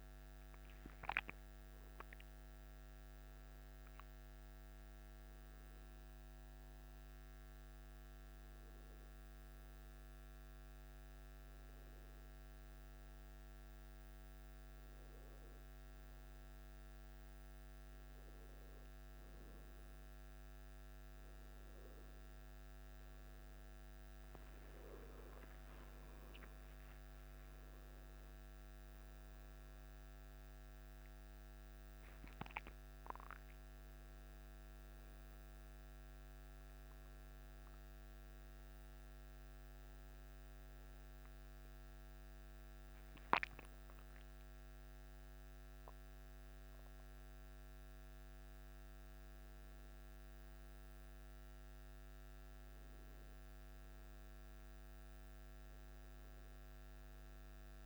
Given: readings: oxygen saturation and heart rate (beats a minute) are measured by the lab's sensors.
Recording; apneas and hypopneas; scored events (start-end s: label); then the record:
a person partly awake in a sleep study, hard to hear, by a microphone on the trachea; none
38.00-57.86 s: new sleep stage, awake
From the record:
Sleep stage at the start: N1 (lightest sleep); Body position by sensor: on the back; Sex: male